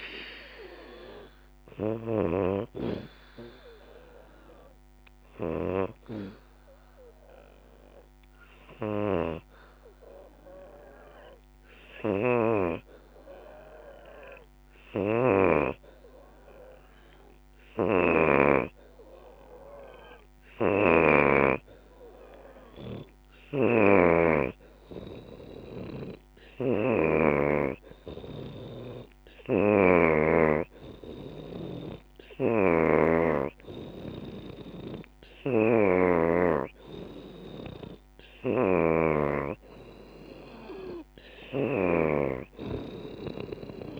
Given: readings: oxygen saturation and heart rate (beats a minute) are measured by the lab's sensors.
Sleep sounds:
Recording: breathing in sleep by a microphone on the trachea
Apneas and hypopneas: 1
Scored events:
0.00-7.00 s: drop in pulse transit time (device-marked, heart rate 69 before, 65 extreme)
0.00-17.00 s: oxygen desaturation (device-marked, oxygen 94% before, 86% lowest, heart rate 66 before, 67 extreme)
2.00-25.00 s: obstructive apnea (oxygen 94% before, 83% lowest, heart rate 67 before, 67 extreme, up 2 after)
19.00-44.00 s: oxygen desaturation (device-marked, oxygen 94% before, 84% lowest, heart rate 73 before, 69 extreme)
27.00-31.00 s: arousal
From the record:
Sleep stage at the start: N2 (light sleep)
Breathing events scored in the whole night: 236 in 3.5 hours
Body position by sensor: on the back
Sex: female

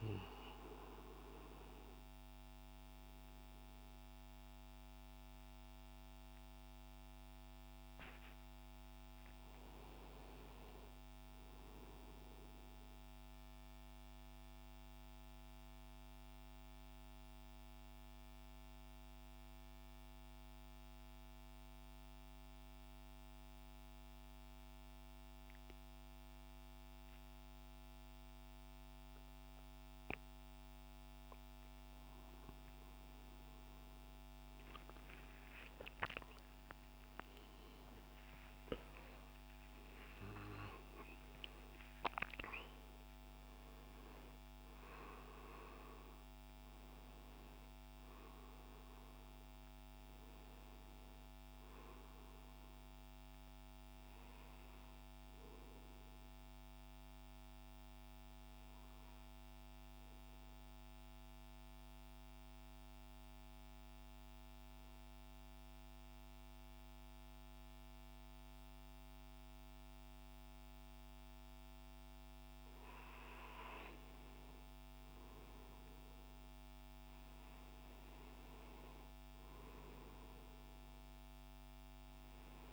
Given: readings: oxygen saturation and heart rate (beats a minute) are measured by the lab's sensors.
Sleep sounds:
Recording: breathing in sleep by a microphone on the trachea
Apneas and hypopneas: 2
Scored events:
0.00-8.50 s: oxygen desaturation (device-marked, oxygen 89% lowest, heart rate 62 extreme)
12.00-32.00 s: central apnea (oxygen 98% before, 93% lowest, heart rate 66 before, 62 extreme, up 13 after)
33.50-40.00 s: arousal
47.50-55.50 s: oxygen desaturation (device-marked, oxygen 96% before, 93% lowest, heart rate 72 before, 61 extreme)
55.00-73.50 s: obstructive apnea (oxygen 97% before, 89% lowest, heart rate 72 before, 61 extreme, up 3 after)
76.50-81.50 s: arousal
From the record:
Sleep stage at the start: N2 (light sleep)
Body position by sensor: on the right side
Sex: male

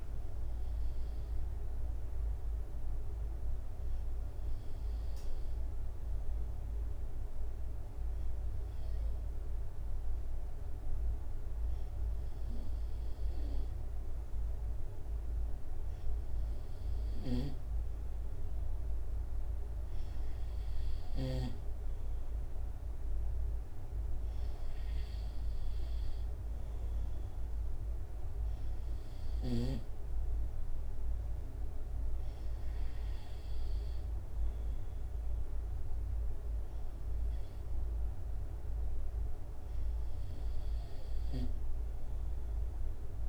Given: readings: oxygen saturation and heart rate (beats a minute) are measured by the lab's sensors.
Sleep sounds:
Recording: breathing in sleep, hard to hear, by a room microphone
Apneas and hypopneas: 1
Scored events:
4.50-16.50 s: hypopnea (oxygen 97% before, 94% lowest, heart rate 70 before, 67 extreme, up 0 after)
19.50-24.00 s: arousal
From the record:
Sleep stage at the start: N2 (light sleep)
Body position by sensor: on the right side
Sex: male

